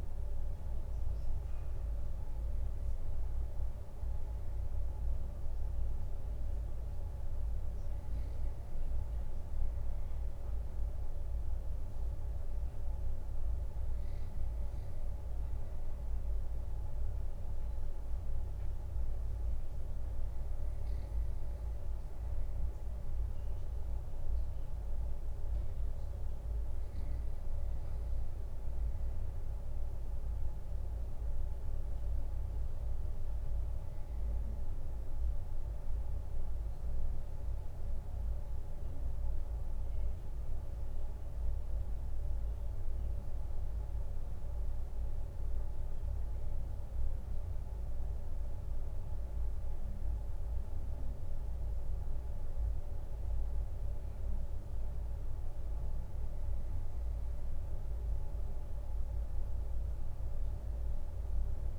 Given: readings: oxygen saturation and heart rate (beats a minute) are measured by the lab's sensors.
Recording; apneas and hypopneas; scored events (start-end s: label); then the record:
breathing in sleep, hard to hear, by a room microphone; none
none scored
From the record:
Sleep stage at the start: N2 (light sleep); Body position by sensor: on the right side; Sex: male